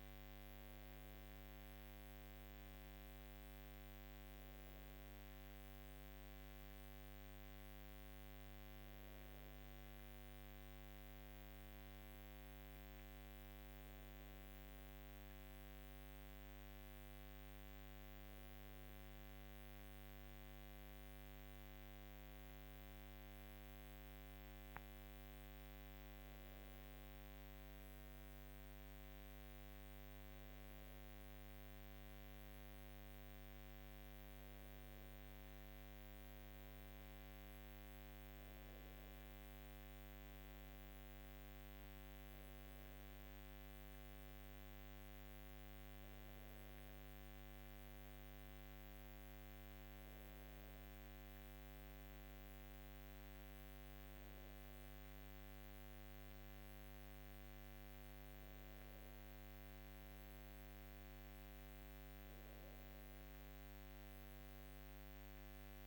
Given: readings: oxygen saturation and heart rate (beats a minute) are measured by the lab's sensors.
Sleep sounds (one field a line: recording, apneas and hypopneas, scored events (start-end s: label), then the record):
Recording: a person partly awake in a sleep study, hard to hear, by a microphone on the trachea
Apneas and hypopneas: none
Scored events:
29.50-65.86 s: new sleep stage, N1 (lightest sleep)
From the record:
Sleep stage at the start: awake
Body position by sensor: on the left side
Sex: female